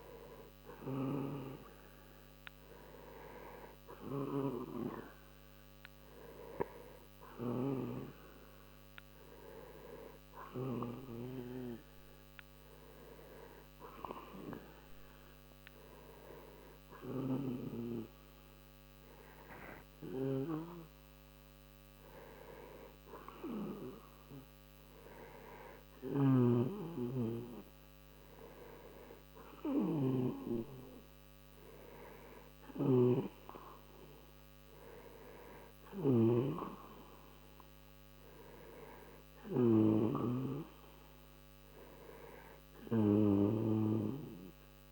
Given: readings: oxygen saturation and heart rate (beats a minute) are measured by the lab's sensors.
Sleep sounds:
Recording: breathing in sleep by a microphone on the trachea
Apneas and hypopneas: none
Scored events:
none scored
From the record:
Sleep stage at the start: N2 (light sleep)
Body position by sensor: on the right side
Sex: male

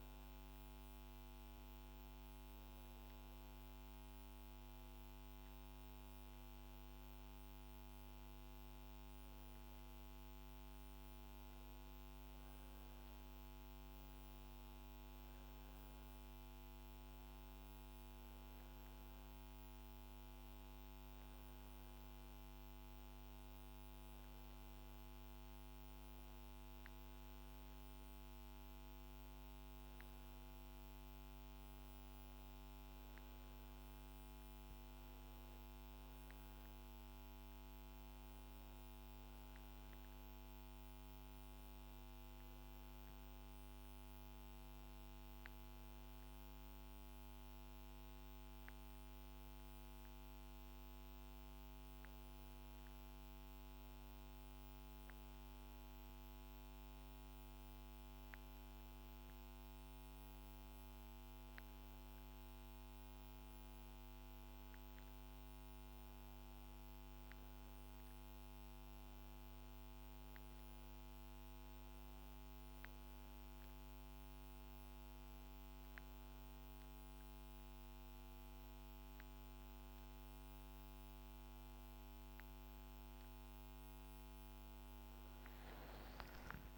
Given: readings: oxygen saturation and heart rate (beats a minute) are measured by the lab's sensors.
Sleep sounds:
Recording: breathing in sleep, hard to hear, by a microphone on the trachea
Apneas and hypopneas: none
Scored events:
none scored
From the record:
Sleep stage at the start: N2 (light sleep)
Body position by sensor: on the back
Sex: female

